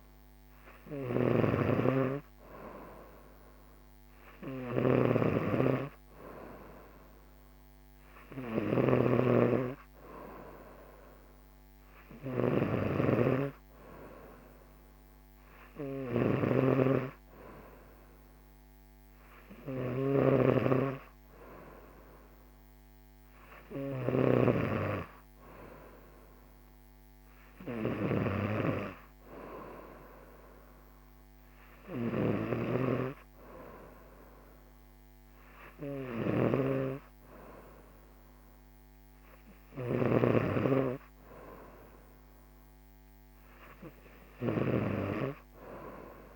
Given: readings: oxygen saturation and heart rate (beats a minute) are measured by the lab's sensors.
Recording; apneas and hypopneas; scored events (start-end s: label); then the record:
breathing in sleep by a microphone on the trachea; none
0.00-46.36 s: snoring (device-marked)
From the record:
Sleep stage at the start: N3 (deep sleep); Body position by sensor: on the right side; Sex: female